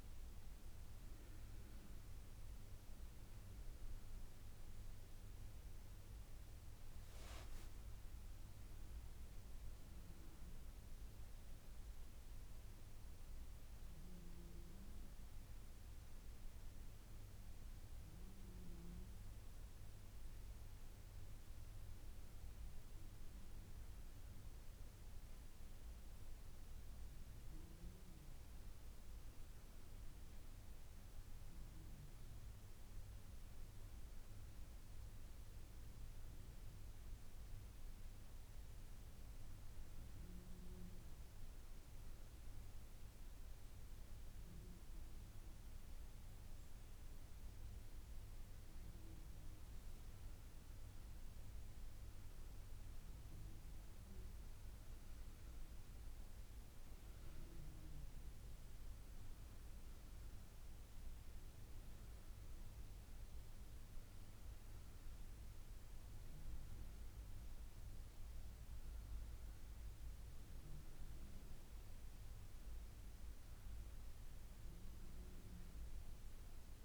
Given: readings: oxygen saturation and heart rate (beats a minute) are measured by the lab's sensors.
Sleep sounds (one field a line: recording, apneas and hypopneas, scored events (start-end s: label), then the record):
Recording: a person partly awake in a sleep study, hard to hear, by a room microphone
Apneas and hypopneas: none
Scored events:
30.00-76.85 s: new sleep stage, N1 (lightest sleep)
From the record:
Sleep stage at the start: awake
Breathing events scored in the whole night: 289 in 4.2 hours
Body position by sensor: on the back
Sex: female